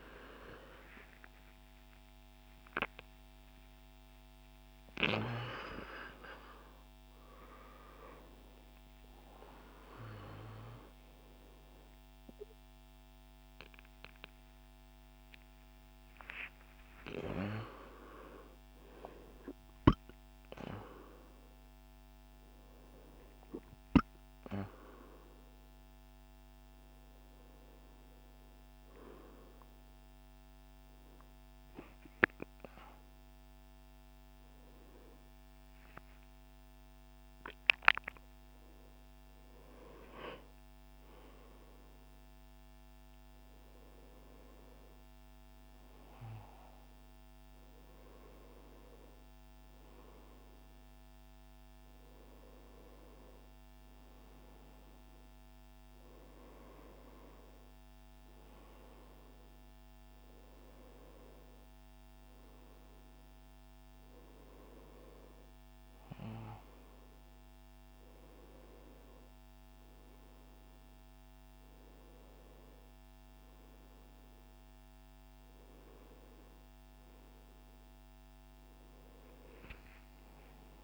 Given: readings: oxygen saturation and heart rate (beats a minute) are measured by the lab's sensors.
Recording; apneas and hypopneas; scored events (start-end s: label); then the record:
a person awake in a sleep study, by a microphone on the trachea; none
none scored
From the record:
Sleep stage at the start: awake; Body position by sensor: on the front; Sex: male